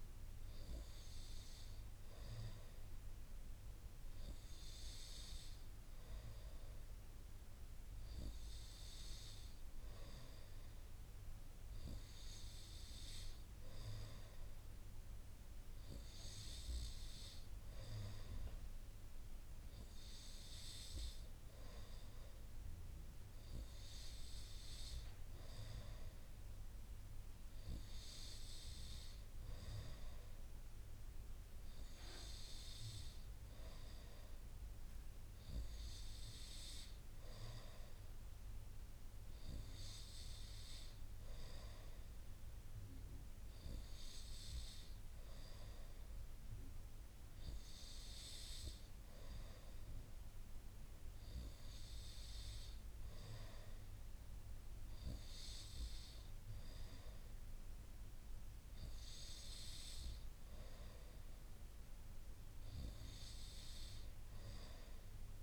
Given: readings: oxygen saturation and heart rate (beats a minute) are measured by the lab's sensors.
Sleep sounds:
breathing in sleep by a room microphone; none
none scored
From the record:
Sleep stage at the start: N2 (light sleep); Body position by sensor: on the right side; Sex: male

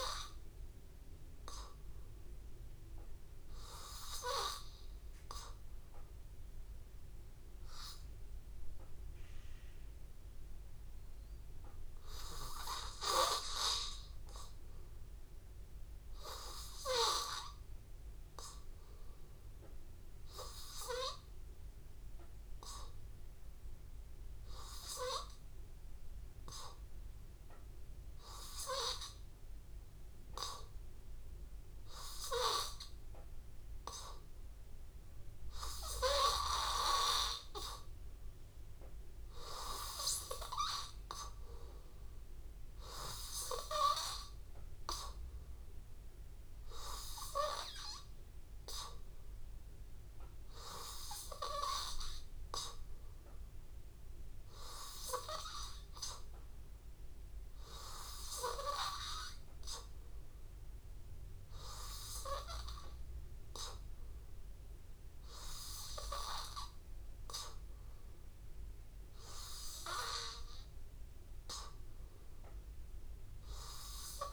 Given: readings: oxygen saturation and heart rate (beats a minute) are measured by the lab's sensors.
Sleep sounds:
breathing in sleep by a room microphone; none
43.50-45.50 s: long interval between heartbeats (device-marked, heart rate 75 before, 79 extreme)
From the record:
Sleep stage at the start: N2 (light sleep); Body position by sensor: on the back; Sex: male

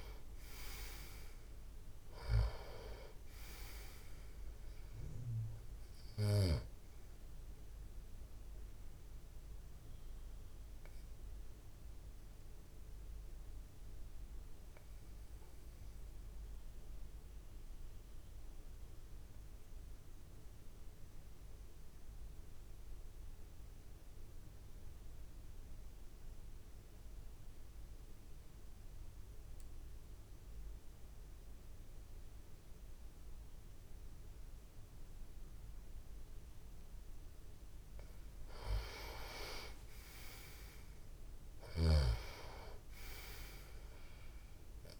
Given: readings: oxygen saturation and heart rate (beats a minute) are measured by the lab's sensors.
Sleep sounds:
breathing in sleep by a room microphone; 1
0.00-21.50 s: oxygen desaturation (device-marked, oxygen 88% lowest)
9.00-37.00 s: obstructive apnea (oxygen 98% before, 88% lowest)
36.50-45.00 s: oxygen desaturation (device-marked, oxygen 98% before, 89% lowest)
39.50-44.50 s: arousal
41.50-45.00 s: snoring (device-marked)
From the record:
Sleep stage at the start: N2 (light sleep); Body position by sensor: on the back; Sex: male

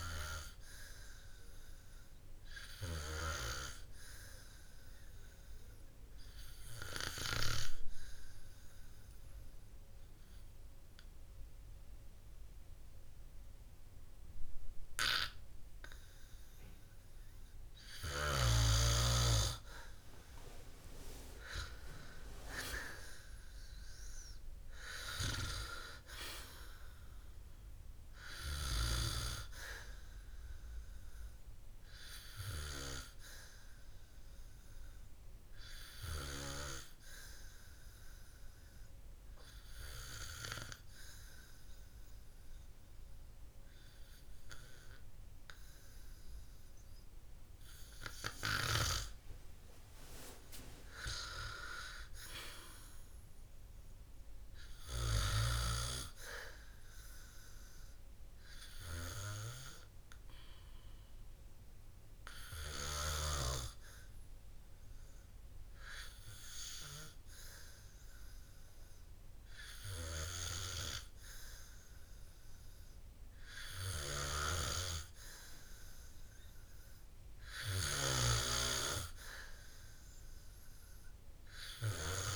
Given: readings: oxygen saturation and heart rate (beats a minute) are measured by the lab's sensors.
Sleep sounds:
breathing in sleep by a room microphone; 2
4.00-17.50 s: obstructive apnea (oxygen 98% before, 94% lowest, heart rate 59 before, 54 extreme, up 10 after)
19.00-22.50 s: arousal
33.50-46.00 s: obstructive apnea (oxygen 97% before, 94% lowest, heart rate 60 before, 53 extreme, up 7 after)
48.50-51.00 s: arousal
From the record:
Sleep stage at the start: N2 (light sleep); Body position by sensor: on the back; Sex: male

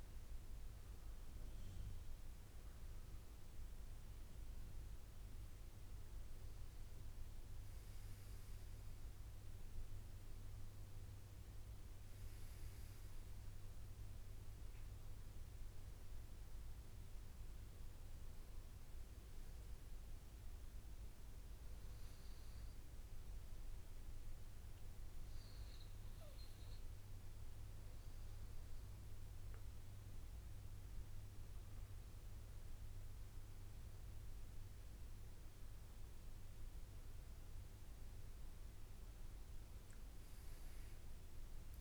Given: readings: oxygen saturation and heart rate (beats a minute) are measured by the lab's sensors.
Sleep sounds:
breathing in sleep, hard to hear, by a room microphone; none
none scored
From the record:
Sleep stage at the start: N2 (light sleep); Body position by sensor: on the right side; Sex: male

